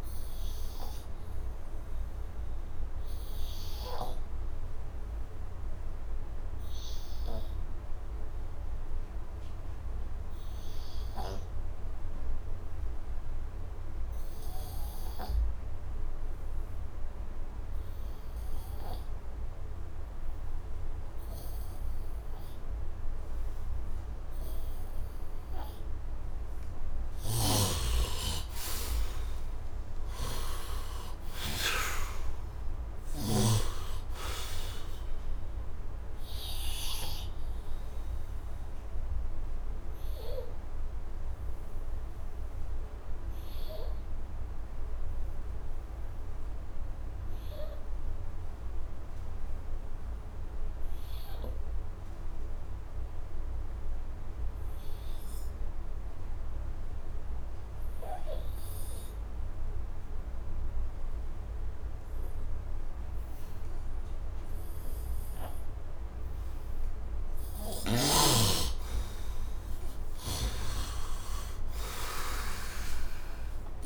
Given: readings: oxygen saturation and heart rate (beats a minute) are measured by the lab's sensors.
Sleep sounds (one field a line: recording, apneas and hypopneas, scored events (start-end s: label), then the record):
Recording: breathing in sleep by a room microphone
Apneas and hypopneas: 2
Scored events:
0.00-18.50 s: oxygen desaturation (device-marked, oxygen 68% lowest, heart rate 68 extreme)
0.50-25.00 s: obstructive apnea (oxygen 93% before, 68% lowest, heart rate 86 before, 67 extreme, up 37 after)
20.50-53.50 s: oxygen desaturation (device-marked, oxygen 99% before, 71% lowest, heart rate 75 before, 67 extreme)
26.50-31.50 s: snoring (device-marked)
27.00-30.50 s: arousal
38.50-67.00 s: obstructive apnea (oxygen 99% before, 71% lowest, heart rate 90 before, 67 extreme, up 20 after)
55.50-73.86 s: oxygen desaturation (device-marked, oxygen 100% before, 73% lowest, heart rate 72 before, 69 extreme)
68.50-72.00 s: arousal
69.50-73.86 s: snoring (device-marked)
From the record:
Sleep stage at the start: N2 (light sleep)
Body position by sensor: on the right side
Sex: male